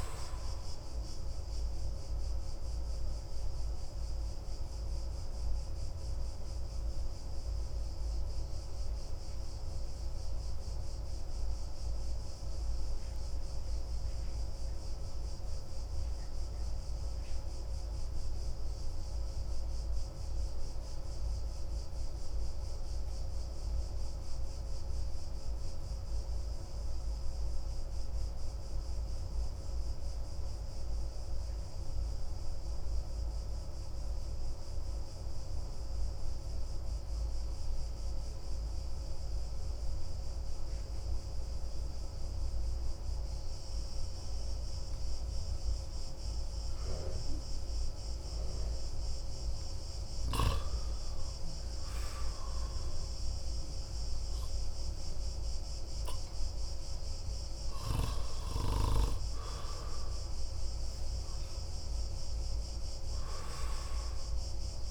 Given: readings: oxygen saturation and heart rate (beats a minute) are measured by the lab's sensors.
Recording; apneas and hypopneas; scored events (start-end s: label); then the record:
breathing in sleep by a room microphone; 1
2.50-49.00 s: obstructive apnea (oxygen 98% before, 92% lowest)
45.00-64.91 s: oxygen desaturation (device-marked, oxygen 97% before, 92% lowest)
52.00-57.00 s: arousal
From the record:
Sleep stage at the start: N2 (light sleep); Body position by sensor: on the back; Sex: male